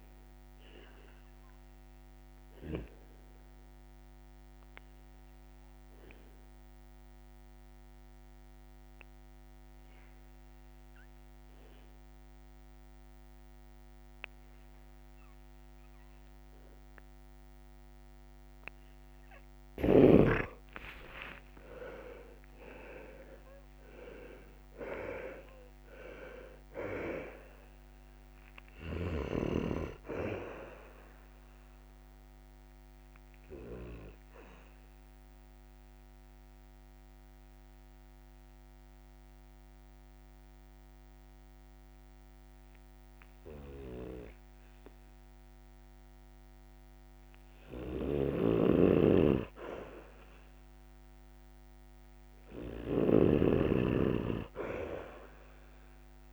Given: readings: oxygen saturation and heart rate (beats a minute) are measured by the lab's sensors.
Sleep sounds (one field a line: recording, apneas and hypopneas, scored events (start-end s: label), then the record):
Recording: breathing in sleep by a microphone on the trachea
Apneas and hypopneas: 2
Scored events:
2.50-18.50 s: obstructive apnea (oxygen 98% before, 89% lowest, heart rate 66 before, 61 extreme, up 9 after)
6.50-22.50 s: oxygen desaturation (device-marked, oxygen 98% before, 90% lowest, heart rate 67 before, 61 extreme)
20.50-24.50 s: arousal
33.00-49.00 s: mixed apnea (oxygen 97% before, 89% lowest, heart rate 68 before, 61 extreme, up 7 after)
34.50-53.50 s: oxygen desaturation (device-marked, oxygen 97% before, 89% lowest, heart rate 69 before, 61 extreme)
48.00-56.33 s: snoring (device-marked)
52.00-56.00 s: arousal
From the record:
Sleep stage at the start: N2 (light sleep)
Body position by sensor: on the back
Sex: male